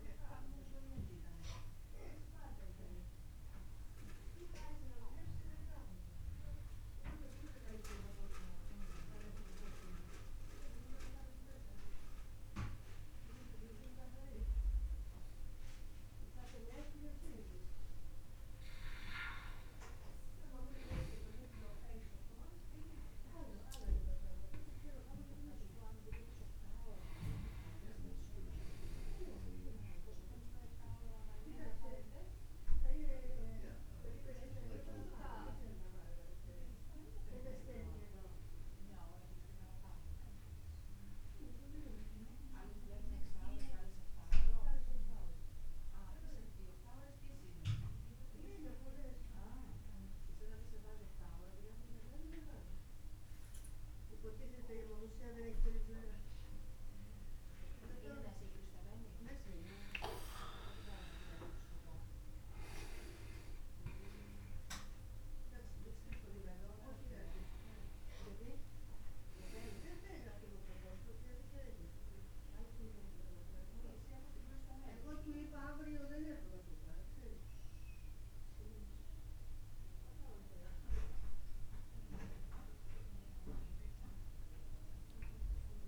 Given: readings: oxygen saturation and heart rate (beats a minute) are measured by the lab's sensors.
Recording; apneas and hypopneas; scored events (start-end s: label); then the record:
breathing in sleep by a room microphone; 2
0.00-1.50 s: arousal
4.50-17.50 s: obstructive apnea (oxygen 99% before, 92% lowest)
20.50-25.00 s: arousal
25.00-46.00 s: oxygen desaturation (device-marked, oxygen 97% before, 93% lowest)
36.00-85.88 s: new sleep stage, N2 (light sleep)
40.00-60.50 s: obstructive apnea (oxygen 97% before, 92% lowest, heart rate 55 before, 25 extreme, up 55 after)
62.00-65.00 s: arousal
66.00-85.00 s: oxygen desaturation (device-marked, oxygen 98% before, 92% lowest, heart rate 53 before, 30 extreme)
From the record:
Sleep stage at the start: N1 (lightest sleep); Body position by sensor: on the back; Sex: male